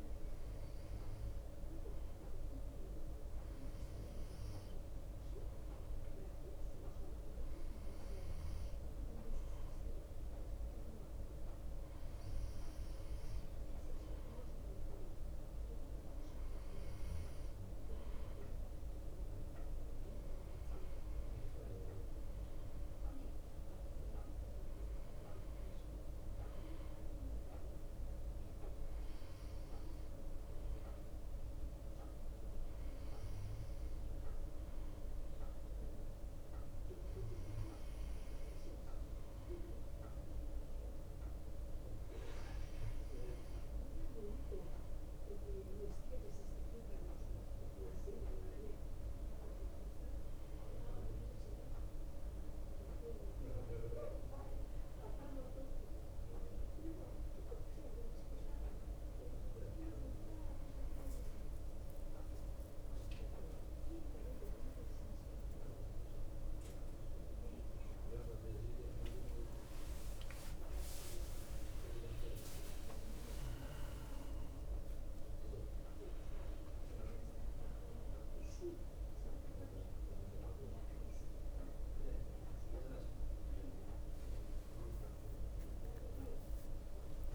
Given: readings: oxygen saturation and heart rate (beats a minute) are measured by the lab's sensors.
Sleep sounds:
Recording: breathing in sleep, hard to hear, by a room microphone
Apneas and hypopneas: 1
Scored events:
19.00-26.00 s: oxygen desaturation (device-marked, oxygen 92% before, 90% lowest)
37.00-51.00 s: hypopnea (oxygen 92% before, 89% lowest)
46.00-53.00 s: oxygen desaturation (device-marked, oxygen 92% before, 90% lowest)
53.50-57.00 s: arousal
62.00-87.35 s: new sleep stage, N1 (lightest sleep)
85.50-87.35 s: arousal
From the record:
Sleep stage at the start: N2 (light sleep)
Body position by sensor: on the back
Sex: male

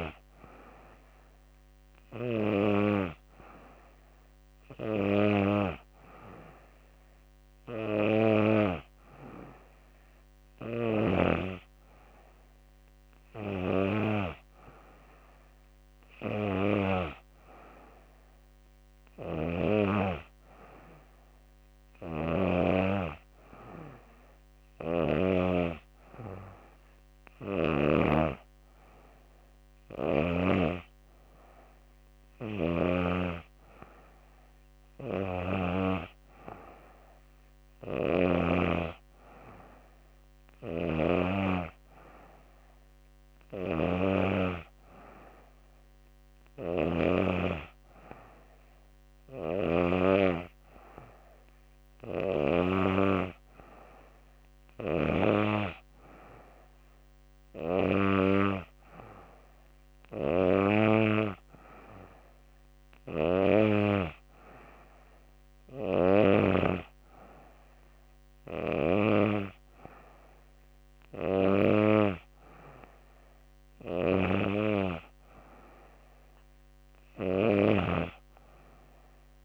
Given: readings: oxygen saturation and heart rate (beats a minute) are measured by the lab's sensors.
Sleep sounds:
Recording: breathing in sleep by a microphone on the trachea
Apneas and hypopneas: none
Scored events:
none scored
From the record:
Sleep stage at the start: N2 (light sleep)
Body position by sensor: on the back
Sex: female

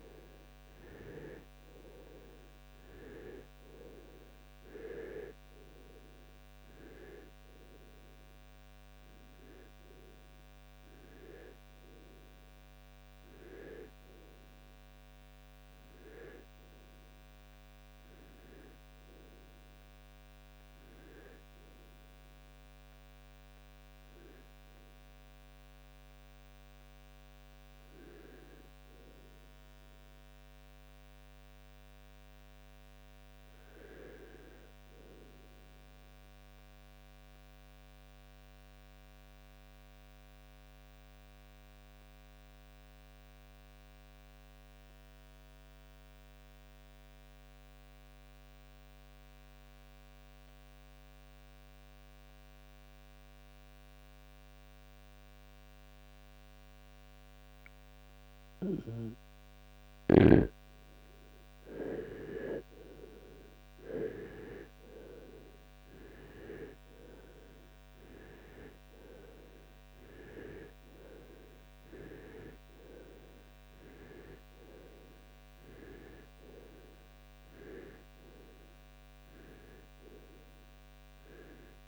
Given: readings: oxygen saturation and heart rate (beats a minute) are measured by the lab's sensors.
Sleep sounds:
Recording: breathing in sleep by a microphone on the trachea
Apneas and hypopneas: 1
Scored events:
21.50-25.50 s: arousal
28.50-42.50 s: oxygen desaturation (device-marked, oxygen 95% before, 84% lowest, heart rate 77 before, 61 extreme)
35.50-59.50 s: mixed apnea (oxygen 95% before, 85% lowest, heart rate 77 before, 57 extreme, up 4 after)
59.50-81.88 s: oxygen desaturation (device-marked, oxygen 98% before, 93% lowest, heart rate 68 before, 57 extreme)
60.50-65.50 s: arousal
From the record:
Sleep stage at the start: REM sleep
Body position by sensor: on the right side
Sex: male

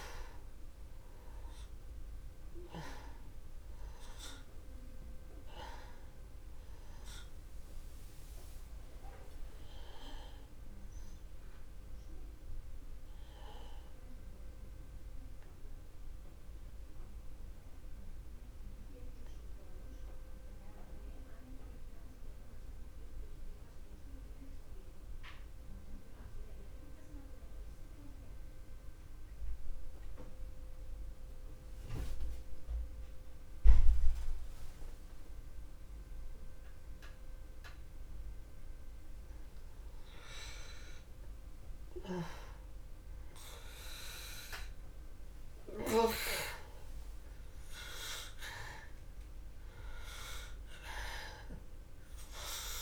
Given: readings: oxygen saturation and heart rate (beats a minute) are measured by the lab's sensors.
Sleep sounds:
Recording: breathing in sleep by a room microphone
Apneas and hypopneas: 1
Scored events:
0.00-18.00 s: oxygen desaturation (device-marked, oxygen 92% lowest, heart rate 61 extreme)
15.50-39.00 s: mixed apnea (oxygen 97% before, 83% lowest, heart rate 61 before, 52 extreme, up 0 after)
40.00-43.50 s: arousal
42.00-52.82 s: oxygen desaturation (device-marked, oxygen 98% before, 83% lowest, heart rate 61 before, 36 extreme)
43.00-47.50 s: snoring (device-marked)
From the record:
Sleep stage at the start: N2 (light sleep)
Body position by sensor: on the back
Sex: male

